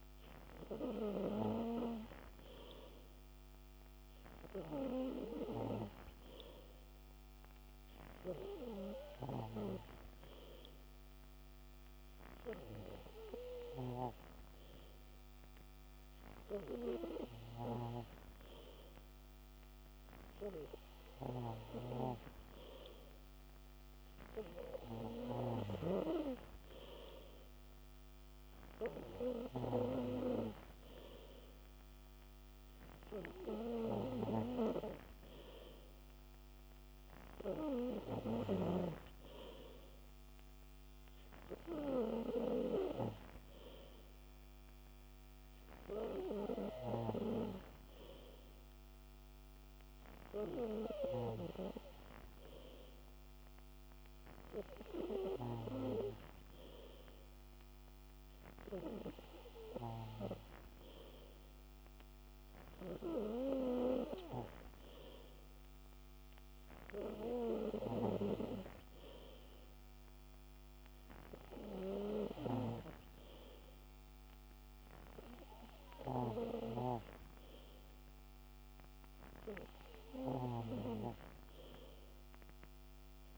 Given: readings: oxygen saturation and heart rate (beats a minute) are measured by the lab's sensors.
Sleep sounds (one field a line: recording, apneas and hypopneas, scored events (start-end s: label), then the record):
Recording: breathing in sleep by a microphone on the trachea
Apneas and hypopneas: none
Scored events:
none scored
From the record:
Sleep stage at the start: N3 (deep sleep)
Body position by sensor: on the back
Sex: male